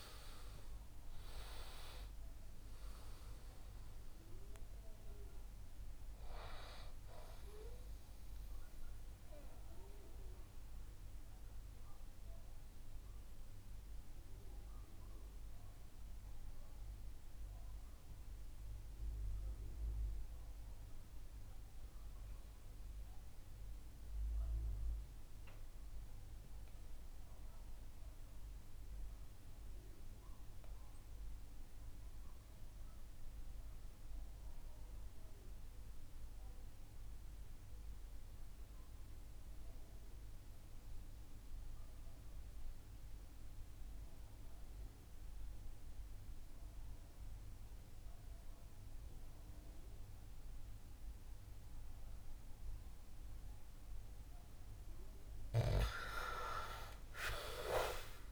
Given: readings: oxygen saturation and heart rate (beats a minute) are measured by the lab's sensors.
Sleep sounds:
breathing in sleep by a room microphone; 1
0.00-23.50 s: oxygen desaturation (device-marked, oxygen 82% lowest, heart rate 58 extreme)
8.00-54.00 s: mixed apnea (oxygen 96% before, 82% lowest, heart rate 71 before, 58 extreme, up 17 after)
44.50-58.31 s: oxygen desaturation (device-marked, oxygen 97% before, 83% lowest, heart rate 63 before, 58 extreme)
55.50-58.31 s: arousal
From the record:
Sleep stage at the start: REM sleep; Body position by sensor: on the back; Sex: male

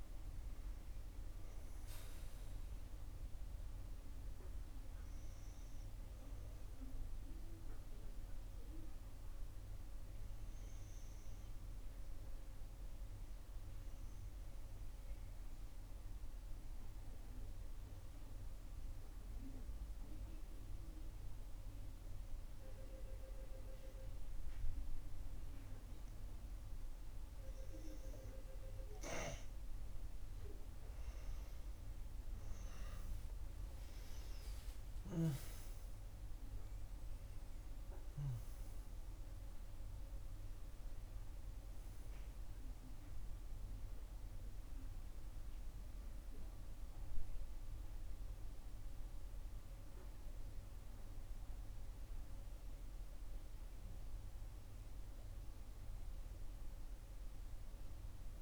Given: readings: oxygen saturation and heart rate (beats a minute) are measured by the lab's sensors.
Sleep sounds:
breathing in sleep, hard to hear, by a room microphone; 1
8.50-27.00 s: obstructive apnea (oxygen 95% before, 90% lowest, heart rate 62 before, 53 extreme, up 11 after)
32.50-38.00 s: arousal
36.00-49.00 s: oxygen desaturation (device-marked, oxygen 96% before, 92% lowest, heart rate 59 before, 51 extreme)
51.00-58.42 s: oxygen desaturation (device-marked, oxygen 94% before, 90% lowest, heart rate 63 before, 52 extreme)
From the record:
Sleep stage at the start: N2 (light sleep); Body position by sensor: on the back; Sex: female

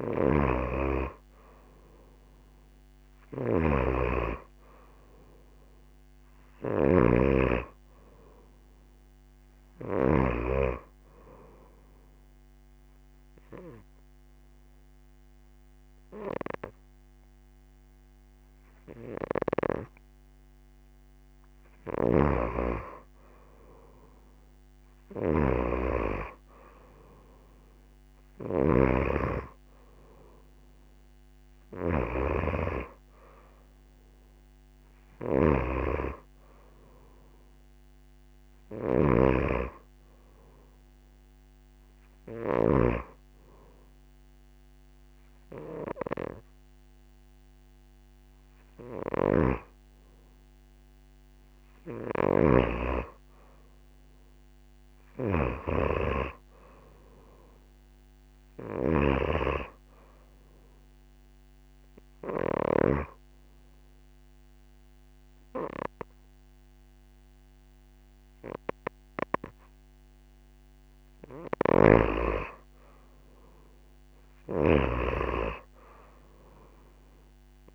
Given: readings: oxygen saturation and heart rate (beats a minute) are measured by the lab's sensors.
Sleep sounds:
breathing in sleep by a microphone on the trachea; 2
0.00-7.00 s: snoring (device-marked)
3.50-7.00 s: arousal
12.00-22.00 s: obstructive apnea (oxygen 93% before, 88% lowest)
21.50-29.00 s: snoring (device-marked)
25.00-28.50 s: arousal
32.50-40.50 s: oxygen desaturation (device-marked, oxygen 93% before, 88% lowest)
38.50-43.00 s: snoring (device-marked)
49.00-52.50 s: snoring (device-marked)
60.50-70.50 s: oxygen desaturation (device-marked, oxygen 93% before, 90% lowest)
61.00-71.50 s: obstructive apnea (oxygen 93% before, 88% lowest)
73.50-77.50 s: arousal
From the record:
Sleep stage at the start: N2 (light sleep); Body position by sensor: on the right side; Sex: female

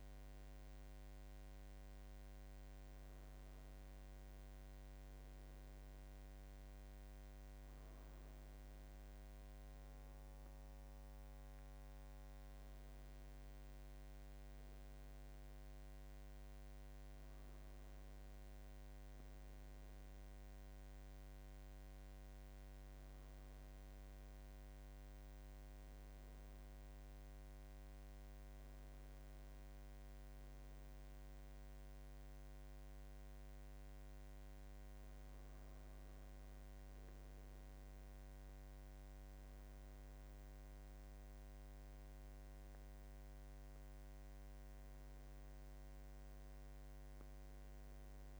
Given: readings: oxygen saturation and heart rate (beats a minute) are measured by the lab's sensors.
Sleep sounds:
breathing in sleep, hard to hear, by a microphone on the trachea; none
none scored
From the record:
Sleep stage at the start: N1 (lightest sleep); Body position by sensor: on the right side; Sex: male

